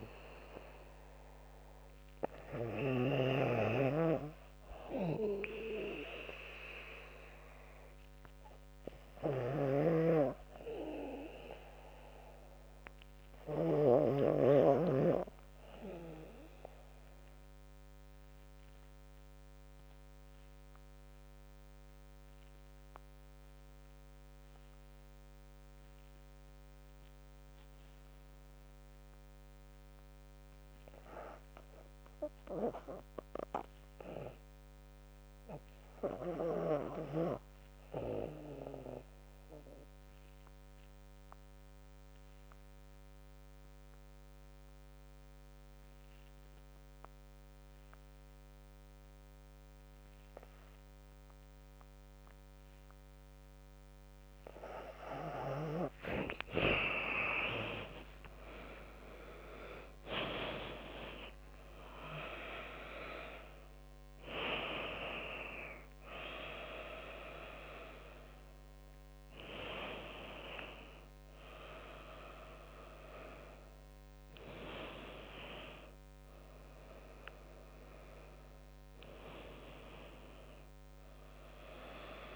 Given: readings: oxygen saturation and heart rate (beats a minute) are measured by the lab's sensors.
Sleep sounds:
breathing in sleep by a microphone on the trachea; 2
0.00-4.00 s: oxygen desaturation (device-marked, oxygen 82% lowest, heart rate 67 extreme)
9.00-14.00 s: snoring (device-marked)
9.50-13.50 s: arousal
17.00-29.00 s: obstructive apnea (oxygen 100% before, 81% lowest, heart rate 77 before, 76 extreme, up 1 after)
27.00-82.00 s: oxygen desaturation (device-marked, oxygen 98% before, 81% lowest, heart rate 80 before, 75 extreme)
30.50-34.00 s: arousal
39.00-48.00 s: drop in pulse transit time (device-marked, heart rate 78 before, 77 extreme)
40.50-54.00 s: obstructive apnea (oxygen 99% before, 81% lowest, heart rate 78 before, 78 extreme, up 40 after)
55.00-61.00 s: tachycardia (device-marked, heart rate 86 before, 114 extreme)
56.00-60.00 s: arousal
58.00-60.00 s: long interval between heartbeats (device-marked, heart rate 80 before, 107 extreme)
58.00-72.00 s: drop in pulse transit time (device-marked, heart rate 80 before, 94 extreme)
60.00-82.36 s: new sleep stage, N2 (light sleep)
63.00-66.00 s: tachycardia (device-marked, heart rate 86 before, 114 extreme)
66.00-68.00 s: long interval between heartbeats (device-marked, heart rate 93 before, 104 extreme)
73.00-79.00 s: tachycardia (device-marked, heart rate 87 before, 109 extreme)
74.00-76.00 s: long interval between heartbeats (device-marked, heart rate 100 before, 94 extreme)
76.00-78.00 s: long interval between heartbeats (device-marked, heart rate 101 before, 107 extreme)
From the record:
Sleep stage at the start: REM sleep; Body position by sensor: on the back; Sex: female

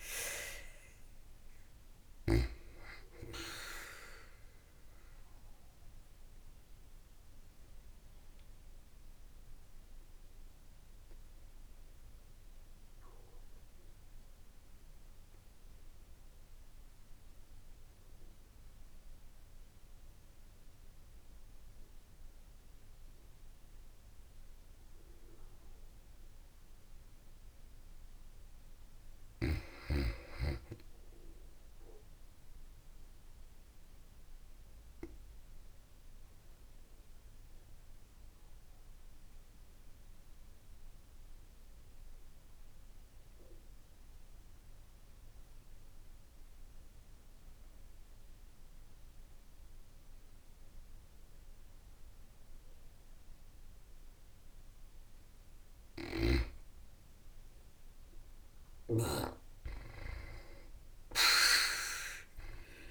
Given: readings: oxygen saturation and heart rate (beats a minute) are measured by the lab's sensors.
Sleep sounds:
breathing in sleep by a room microphone; 2
0.00-6.50 s: oxygen desaturation (device-marked, oxygen 83% lowest, heart rate 50 extreme)
4.50-26.00 s: obstructive apnea (oxygen 93% before, 86% lowest, heart rate 55 before, 53 extreme, up 10 after)
28.00-31.50 s: arousal
33.50-47.50 s: oxygen desaturation (device-marked, oxygen 94% before, 86% lowest, heart rate 55 before, 51 extreme)
34.00-55.00 s: obstructive apnea (oxygen 94% before, 86% lowest, heart rate 55 before, 51 extreme, up 6 after)
57.50-61.00 s: arousal
From the record:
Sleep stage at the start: N2 (light sleep); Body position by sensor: on the back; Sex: female

